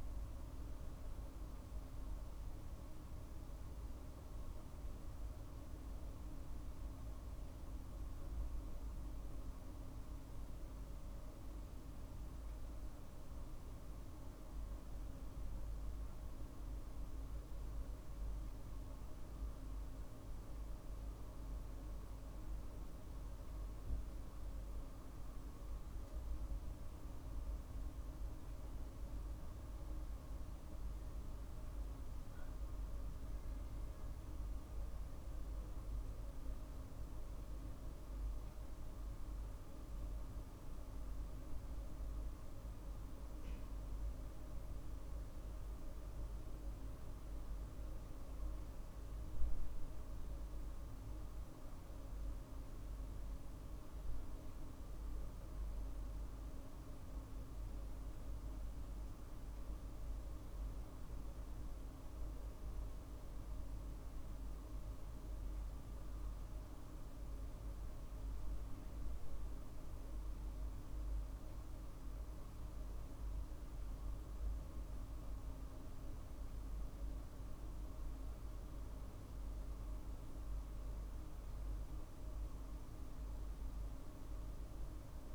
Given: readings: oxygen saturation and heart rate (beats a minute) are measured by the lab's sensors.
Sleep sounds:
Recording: a person awake in a sleep study, hard to hear, by a room microphone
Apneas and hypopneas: none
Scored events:
35.50-41.50 s: arousal
70.50-80.50 s: drop in pulse transit time (device-marked, heart rate 51 before, 51 extreme)
From the record:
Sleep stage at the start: awake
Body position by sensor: on the right side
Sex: male

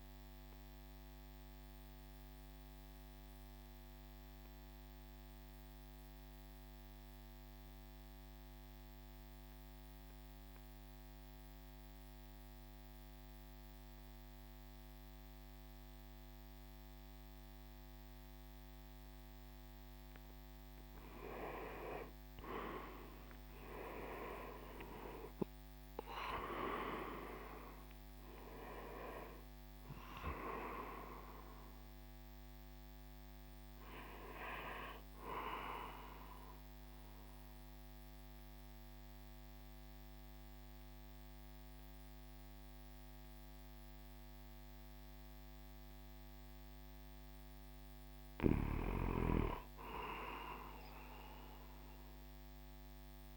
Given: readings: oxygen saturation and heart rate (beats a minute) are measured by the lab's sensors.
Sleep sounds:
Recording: breathing in sleep by a microphone on the trachea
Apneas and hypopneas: 2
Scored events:
1.00-18.50 s: obstructive apnea (oxygen 99% before, 84% lowest, heart rate 55 before, 48 extreme, up 22 after)
11.50-53.37 s: oxygen desaturation (device-marked, oxygen 97% before, 84% lowest, heart rate 53 before, 48 extreme)
21.50-25.50 s: arousal
36.00-47.00 s: central apnea (oxygen 97% before, 84% lowest, heart rate 61 before, 49 extreme, up 7 after)
47.50-51.00 s: arousal
From the record:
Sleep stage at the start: N2 (light sleep)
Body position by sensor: on the right side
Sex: male

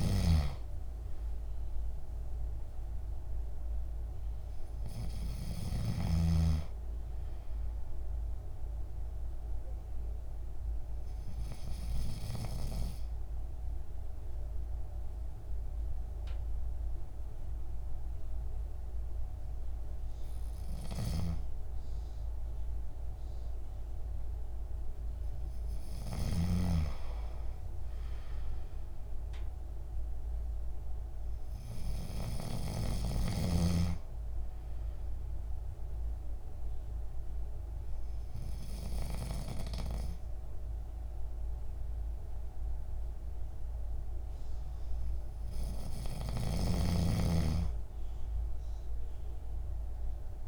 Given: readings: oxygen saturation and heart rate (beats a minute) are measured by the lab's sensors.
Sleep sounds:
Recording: breathing in sleep by a room microphone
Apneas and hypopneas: 1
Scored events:
0.00-6.00 s: snoring (device-marked)
8.50-20.00 s: obstructive apnea (oxygen 96% before, 94% lowest, heart rate 57 before, 53 extreme, up 3 after)
22.00-25.00 s: arousal
From the record:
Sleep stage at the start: N2 (light sleep)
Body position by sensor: on the back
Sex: male

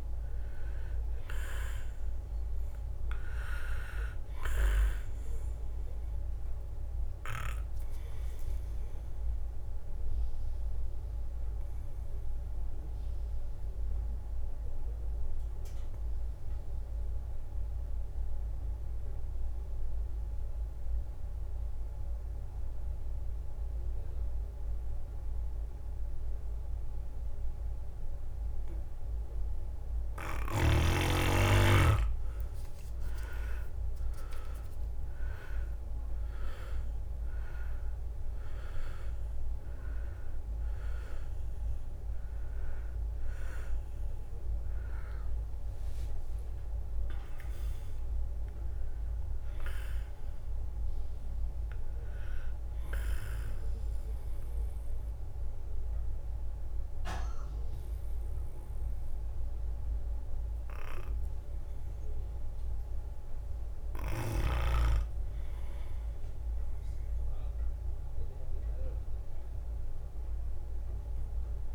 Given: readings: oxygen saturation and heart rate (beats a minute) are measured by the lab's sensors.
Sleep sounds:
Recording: breathing in sleep by a room microphone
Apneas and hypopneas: 2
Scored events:
0.00-8.50 s: drop in pulse transit time (device-marked, heart rate 66 extreme)
0.00-12.50 s: oxygen desaturation (device-marked, oxygen 94% lowest, heart rate 62 extreme)
9.50-30.00 s: obstructive apnea (oxygen 99% before, 92% lowest, heart rate 70 before, 62 extreme, up 10 after)
31.50-54.50 s: drop in pulse transit time (device-marked, heart rate 65 before, 66 extreme)
34.00-38.50 s: arousal
37.50-57.50 s: oxygen desaturation (device-marked, oxygen 99% before, 92% lowest, heart rate 67 before, 59 extreme)
53.00-64.00 s: obstructive apnea (oxygen 99% before, 92% lowest, heart rate 70 before, 59 extreme, up 8 after)
66.00-70.00 s: arousal
From the record:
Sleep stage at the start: N2 (light sleep)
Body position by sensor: on the back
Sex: male

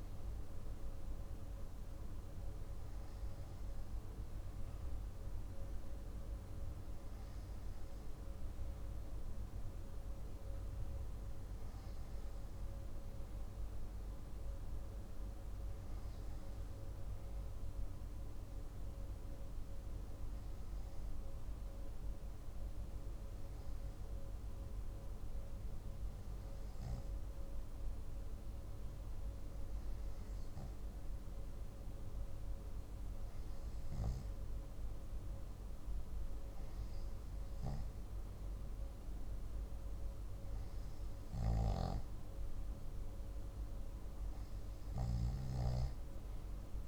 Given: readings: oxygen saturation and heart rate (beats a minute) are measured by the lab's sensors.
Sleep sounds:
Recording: breathing in sleep, hard to hear, by a room microphone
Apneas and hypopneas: 1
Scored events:
16.00-42.50 s: hypopnea (oxygen 96% before, 94% lowest, heart rate 54 before, 52 extreme, up 6 after)
44.50-46.88 s: arousal
From the record:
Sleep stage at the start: N2 (light sleep)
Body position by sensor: on the back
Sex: male

